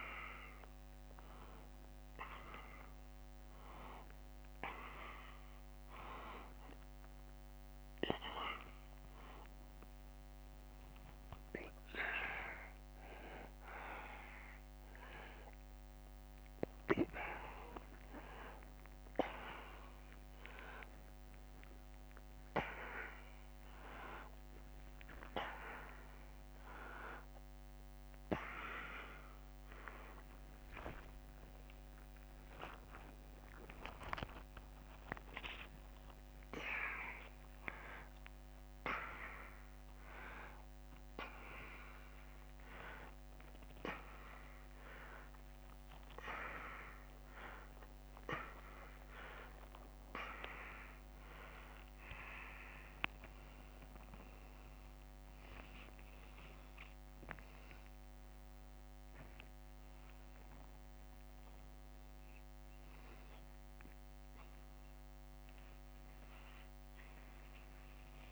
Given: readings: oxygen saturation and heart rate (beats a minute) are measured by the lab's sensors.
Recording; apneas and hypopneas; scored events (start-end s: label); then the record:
a person awake in a sleep study, by a microphone on the trachea; none
10.50-22.50 s: drop in pulse transit time (device-marked, heart rate 80 before, 82 extreme)
25.00-27.00 s: long interval between heartbeats (device-marked, heart rate 83 before, 94 extreme)
27.50-52.50 s: tachycardia (device-marked, heart rate 78 before, 174 extreme)
30.50-32.50 s: long interval between heartbeats (device-marked, heart rate 88 before, 115 extreme)
32.50-34.50 s: long interval between heartbeats (device-marked, heart rate 92 before, 134 extreme)
35.00-37.00 s: long interval between heartbeats (device-marked, heart rate 97 before, 169 extreme)
35.50-39.50 s: drop in pulse transit time (device-marked, heart rate 101 before, 143 extreme)
38.00-40.00 s: long interval between heartbeats (device-marked, heart rate 109 before, 143 extreme)
49.50-51.50 s: long interval between heartbeats (device-marked, heart rate 132 before, 162 extreme)
55.50-58.50 s: drop in pulse transit time (device-marked, heart rate 135 before, 91 extreme)
62.50-68.32 s: drop in pulse transit time (device-marked, heart rate 118 before, 91 extreme)
66.50-68.32 s: tachycardia (device-marked, heart rate 81 before, 110 extreme)
From the record:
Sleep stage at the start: awake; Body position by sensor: on the right side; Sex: male